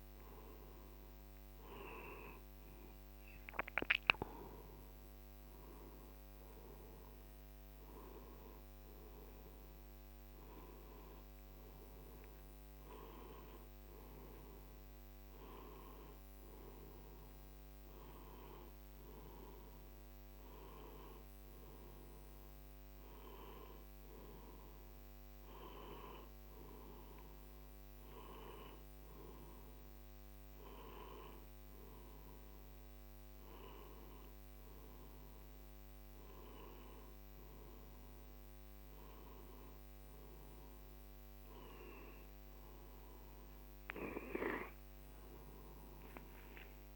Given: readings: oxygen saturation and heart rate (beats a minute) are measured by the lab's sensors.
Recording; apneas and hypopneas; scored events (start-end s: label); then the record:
a person partly awake in a sleep study, by a microphone on the trachea; none
5.00-46.95 s: new sleep stage, N1 (lightest sleep)
From the record:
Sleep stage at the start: awake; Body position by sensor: on the back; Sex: male